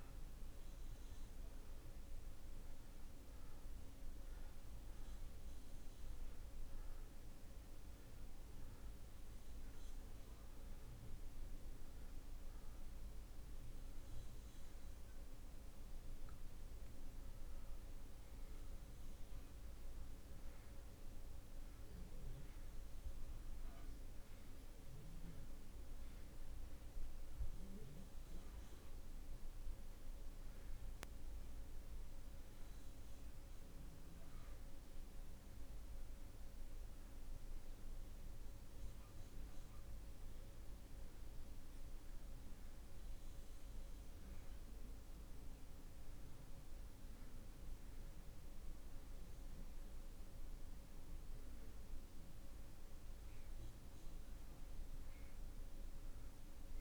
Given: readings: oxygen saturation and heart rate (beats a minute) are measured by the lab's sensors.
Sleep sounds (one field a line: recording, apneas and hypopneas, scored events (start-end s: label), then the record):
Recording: breathing in sleep, hard to hear, by a room microphone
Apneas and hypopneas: none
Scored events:
2.50-23.50 s: oxygen desaturation (device-marked, oxygen 92% before, 87% lowest)
20.50-56.81 s: new sleep stage, N2 (light sleep)
From the record:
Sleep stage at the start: N1 (lightest sleep)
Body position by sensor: on the back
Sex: male